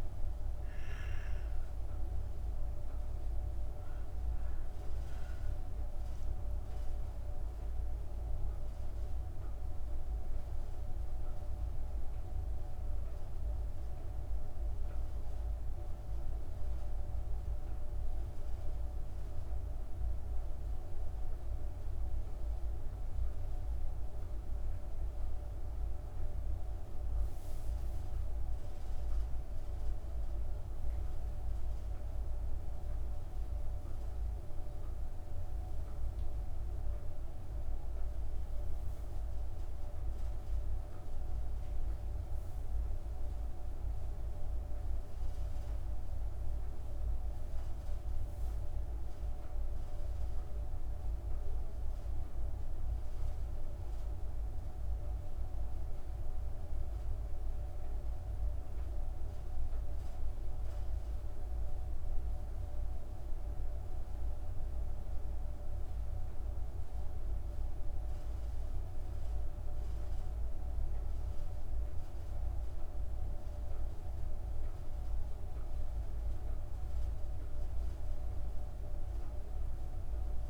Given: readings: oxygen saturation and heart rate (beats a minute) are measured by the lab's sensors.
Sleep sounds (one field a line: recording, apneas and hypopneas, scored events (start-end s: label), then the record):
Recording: breathing in sleep, hard to hear, by a room microphone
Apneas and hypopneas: 1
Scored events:
0.00-3.00 s: oxygen desaturation (device-marked, oxygen 91% lowest, heart rate 44 extreme)
4.50-8.50 s: arousal
13.50-29.50 s: hypopnea (oxygen 97% before, 94% lowest, heart rate 94 before, 28 extreme, up 31 after)
33.00-36.00 s: arousal
33.00-80.50 s: new sleep stage, N1 (lightest sleep)
From the record:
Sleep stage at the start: N2 (light sleep)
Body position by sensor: on the back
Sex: female